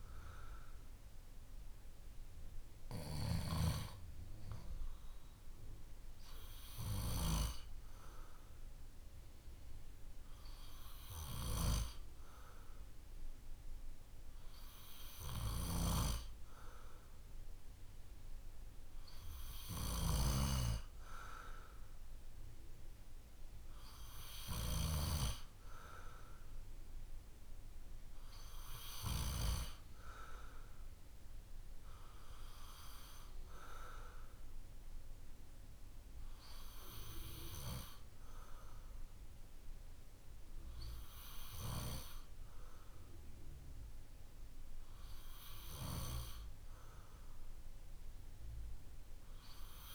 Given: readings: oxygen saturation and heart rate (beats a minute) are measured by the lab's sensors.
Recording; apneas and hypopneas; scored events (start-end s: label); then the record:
breathing in sleep by a room microphone; none
none scored
From the record:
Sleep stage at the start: N2 (light sleep); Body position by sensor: on the back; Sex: male